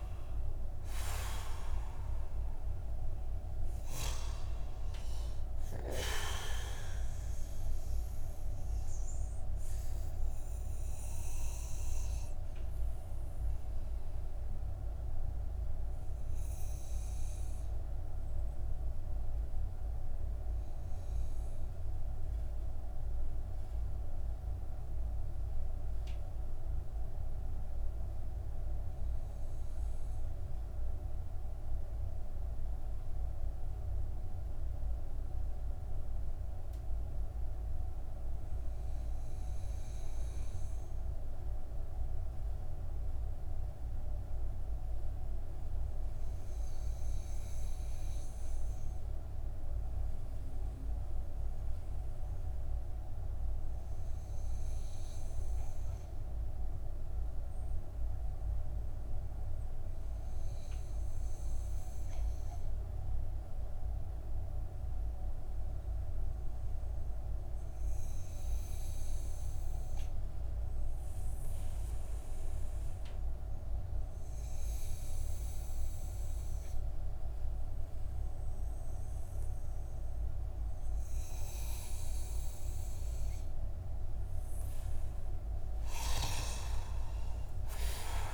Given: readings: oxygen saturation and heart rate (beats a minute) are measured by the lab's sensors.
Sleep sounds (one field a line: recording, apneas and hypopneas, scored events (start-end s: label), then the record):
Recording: breathing in sleep, hard to hear, by a room microphone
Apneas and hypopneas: 1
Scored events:
0.00-4.50 s: oxygen desaturation (device-marked, oxygen 93% lowest)
7.00-83.00 s: obstructive apnea (oxygen 97% before, 87% lowest)
15.50-29.50 s: oxygen desaturation (device-marked, oxygen 93% before, 89% lowest)
58.50-88.34 s: oxygen desaturation (device-marked, oxygen 96% before, 91% lowest)
85.00-88.34 s: arousal
From the record:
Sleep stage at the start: N2 (light sleep)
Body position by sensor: on the back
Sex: male